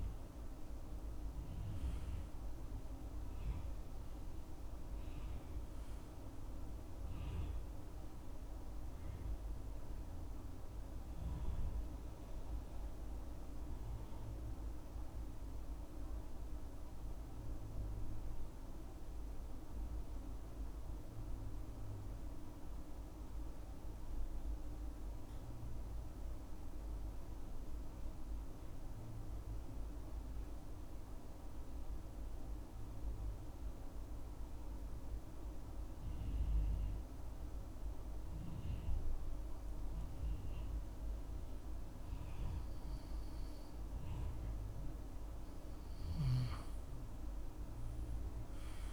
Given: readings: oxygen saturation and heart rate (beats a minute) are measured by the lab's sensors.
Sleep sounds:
breathing in sleep, hard to hear, by a room microphone; 2
0.00-20.50 s: oxygen desaturation (device-marked, oxygen 89% lowest, heart rate 63 extreme)
7.50-18.50 s: obstructive apnea (oxygen 96% before, 88% lowest, heart rate 72 before, 63 extreme, up 3 after)
20.00-22.00 s: arousal
23.50-43.50 s: obstructive apnea (oxygen 98% before, 88% lowest, heart rate 65 before, 66 extreme, up 8 after)
37.50-48.93 s: oxygen desaturation (device-marked, oxygen 98% before, 88% lowest, heart rate 66 before, 65 extreme)
47.50-48.93 s: arousal
From the record:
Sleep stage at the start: N2 (light sleep); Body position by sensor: on the back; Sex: male

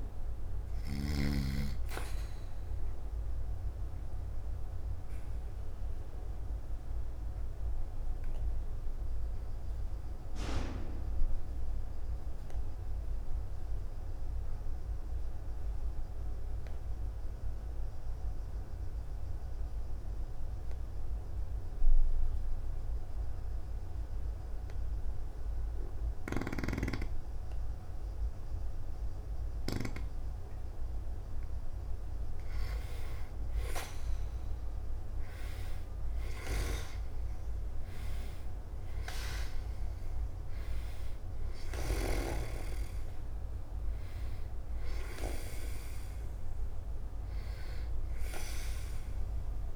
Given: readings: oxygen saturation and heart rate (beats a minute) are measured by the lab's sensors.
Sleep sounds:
breathing in sleep by a room microphone; 1
5.00-32.00 s: obstructive apnea (oxygen 99% before, 89% lowest, heart rate 52 before, 50 extreme, up 3 after)
13.00-30.00 s: oxygen desaturation (device-marked, oxygen 96% before, 91% lowest, heart rate 54 before, 50 extreme)
34.00-38.00 s: arousal
From the record:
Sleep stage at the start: N2 (light sleep); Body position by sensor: on the back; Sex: male

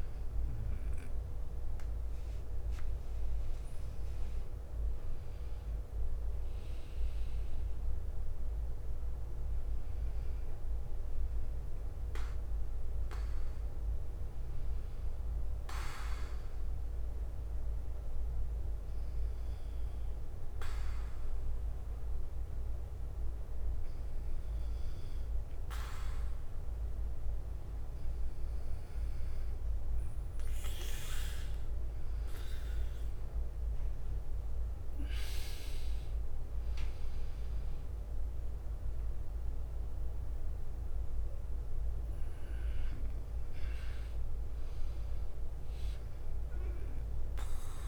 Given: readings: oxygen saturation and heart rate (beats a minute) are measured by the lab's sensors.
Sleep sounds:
breathing in sleep by a room microphone; 1
15.00-28.50 s: hypopnea (oxygen 97% before, 92% lowest, heart rate 63 before, 57 extreme, up 5 after)
16.00-25.00 s: bradycardia (device-marked, heart rate 61 before, 57 extreme)
30.50-34.00 s: arousal
32.00-47.88 s: oxygen desaturation (device-marked, oxygen 96% before, 93% lowest, heart rate 60 before, 56 extreme)
From the record:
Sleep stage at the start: N2 (light sleep); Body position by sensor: on the right side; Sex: male

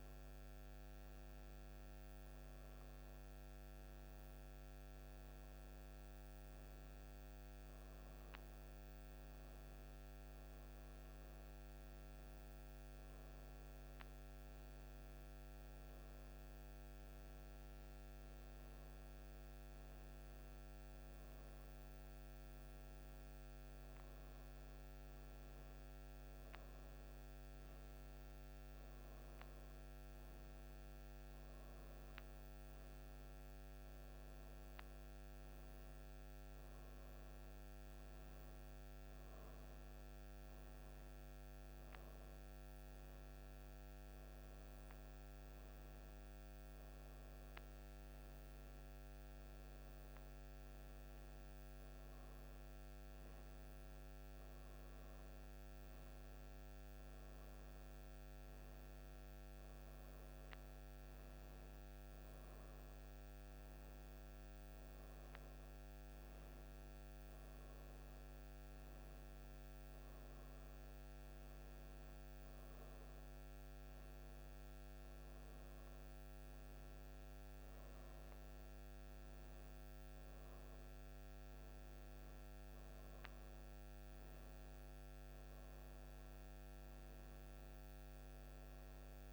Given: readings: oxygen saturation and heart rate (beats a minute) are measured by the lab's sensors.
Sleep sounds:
breathing in sleep, hard to hear, by a microphone on the trachea; none
none scored
From the record:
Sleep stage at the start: N1 (lightest sleep); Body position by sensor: on the right side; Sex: female

